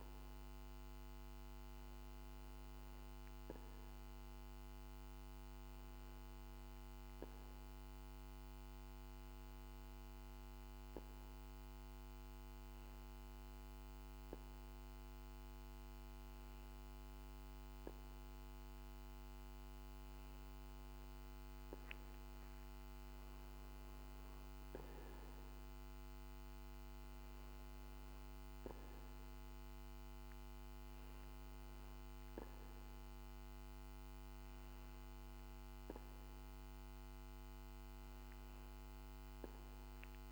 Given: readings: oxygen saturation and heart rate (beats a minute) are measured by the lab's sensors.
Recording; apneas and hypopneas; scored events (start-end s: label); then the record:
breathing in sleep, hard to hear, by a microphone on the trachea; 1
7.00-19.50 s: hypopnea (oxygen 96% before, 94% lowest, heart rate 53 before, 48 extreme, up 2 after)
23.00-27.50 s: arousal
From the record:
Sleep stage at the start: N2 (light sleep); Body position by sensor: on the back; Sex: male